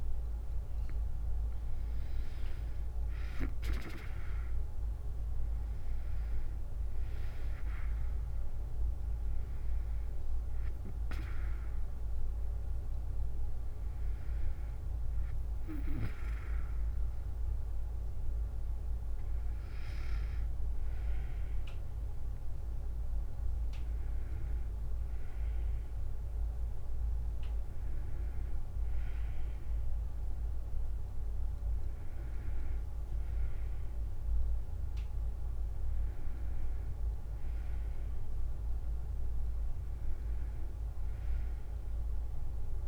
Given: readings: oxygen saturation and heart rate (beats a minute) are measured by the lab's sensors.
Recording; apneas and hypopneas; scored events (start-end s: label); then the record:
breathing in sleep, hard to hear, by a room microphone; none
0.00-2.00 s: arousal
0.00-14.00 s: drop in pulse transit time (device-marked, heart rate 75 before, 76 extreme)
From the record:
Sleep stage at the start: N2 (light sleep); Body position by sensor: on the back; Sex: female